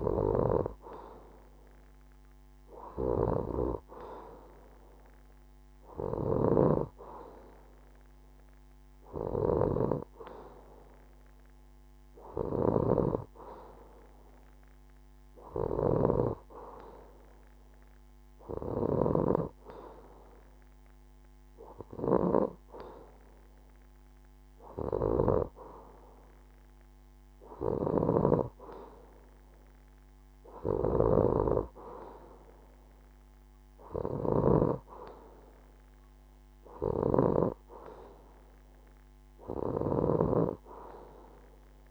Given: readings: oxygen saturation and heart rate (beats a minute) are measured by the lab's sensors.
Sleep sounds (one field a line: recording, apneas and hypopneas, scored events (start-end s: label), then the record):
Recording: breathing in sleep by a microphone on the trachea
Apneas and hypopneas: none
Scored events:
none scored
From the record:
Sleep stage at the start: N2 (light sleep)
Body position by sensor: on the left side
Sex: female